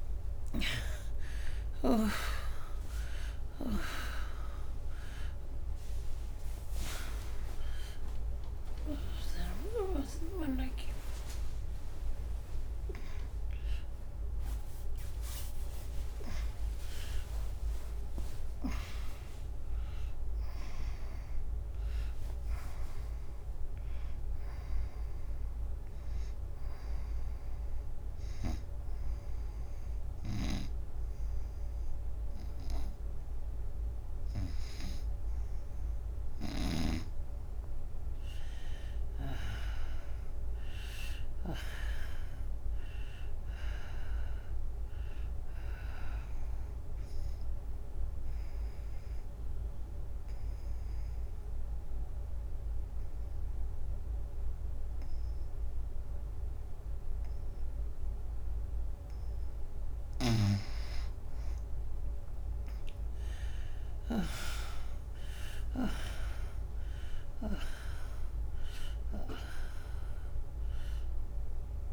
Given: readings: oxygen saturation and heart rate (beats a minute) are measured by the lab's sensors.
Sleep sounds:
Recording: breathing in sleep by a room microphone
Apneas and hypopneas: 2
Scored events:
0.00-4.00 s: arousal
0.00-16.00 s: oxygen desaturation (device-marked, oxygen 88% lowest, heart rate 74 extreme)
24.00-35.00 s: hypopnea (oxygen 99% before, 84% lowest, heart rate 101 before, 74 extreme)
24.00-54.00 s: oxygen desaturation (device-marked, oxygen 98% before, 89% lowest, heart rate 101 before, 74 extreme)
37.00-41.00 s: arousal
46.50-60.00 s: obstructive apnea (oxygen 98% before, 84% lowest, heart rate 84 before, 77 extreme, up 11 after)
48.00-71.93 s: new sleep stage, N2 (light sleep)
61.00-71.93 s: oxygen desaturation (device-marked, oxygen 96% before, 84% lowest, heart rate 88 before, 75 extreme)
65.00-69.00 s: arousal
From the record:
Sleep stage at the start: N1 (lightest sleep)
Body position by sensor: on the right side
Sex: female

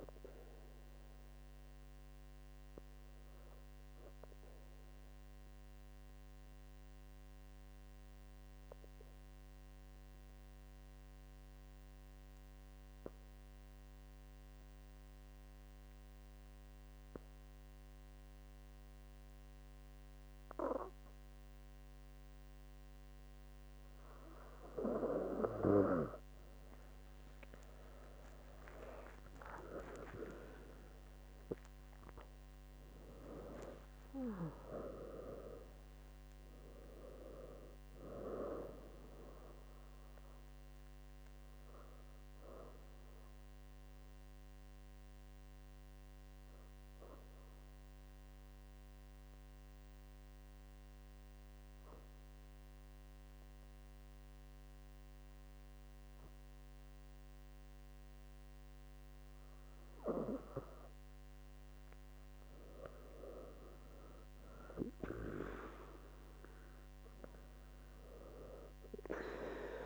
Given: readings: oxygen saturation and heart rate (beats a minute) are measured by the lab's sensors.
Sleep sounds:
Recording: breathing in sleep by a microphone on the trachea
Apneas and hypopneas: 2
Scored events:
3.00-25.00 s: obstructive apnea (oxygen 99% before, 95% lowest, heart rate 69 before, 65 extreme, up 35 after)
28.50-33.00 s: arousal
43.50-60.50 s: obstructive apnea (oxygen 98% before, 95% lowest, heart rate 82 before, 65 extreme, up 5 after)
62.50-66.00 s: arousal
From the record:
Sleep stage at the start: N2 (light sleep)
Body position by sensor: on the back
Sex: female

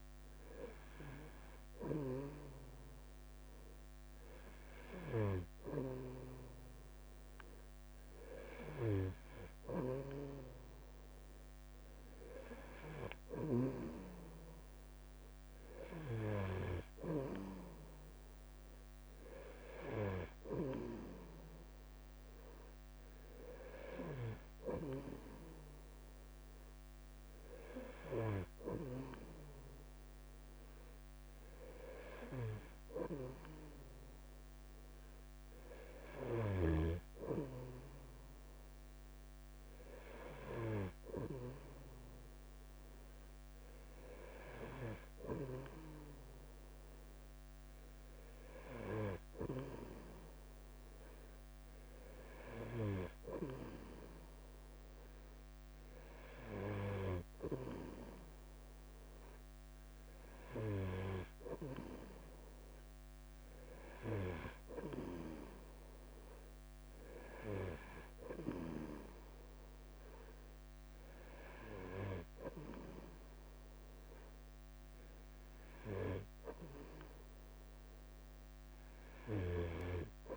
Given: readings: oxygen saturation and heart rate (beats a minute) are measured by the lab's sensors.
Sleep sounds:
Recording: breathing in sleep by a microphone on the trachea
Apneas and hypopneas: none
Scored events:
0.00-73.50 s: bradycardia (device-marked, heart rate 49 extreme)
From the record:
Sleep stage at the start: N3 (deep sleep)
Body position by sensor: on the right side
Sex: male

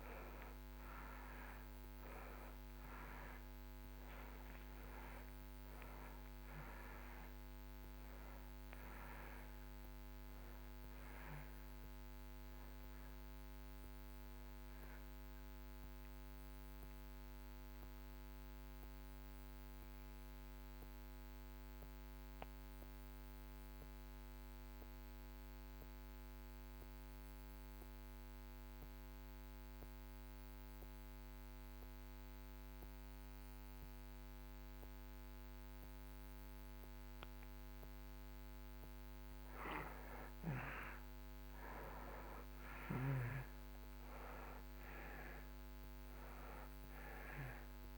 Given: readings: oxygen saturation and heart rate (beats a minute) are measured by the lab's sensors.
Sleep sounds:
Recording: breathing in sleep by a microphone on the trachea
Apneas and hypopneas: 1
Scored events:
0.00-29.00 s: oxygen desaturation (device-marked, oxygen 75% lowest)
15.50-37.50 s: mixed apnea (oxygen 97% before, 75% lowest)
41.00-46.50 s: arousal
42.00-47.98 s: oxygen desaturation (device-marked, oxygen 97% before, 77% lowest)
From the record:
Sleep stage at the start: N2 (light sleep)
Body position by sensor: on the back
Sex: male

